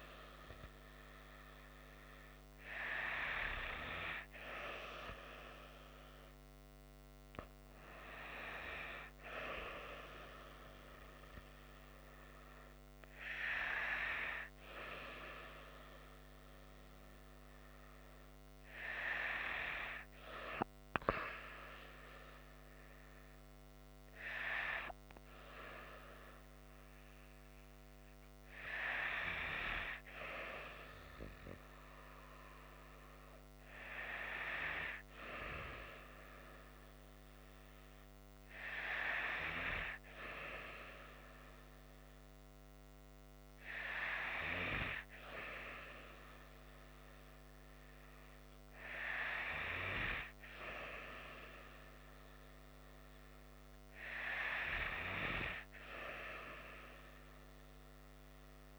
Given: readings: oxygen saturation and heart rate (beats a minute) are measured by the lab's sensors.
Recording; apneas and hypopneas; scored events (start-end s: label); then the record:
breathing in sleep by a microphone on the trachea; none
none scored
From the record:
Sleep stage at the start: N2 (light sleep); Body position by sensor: on the right side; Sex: female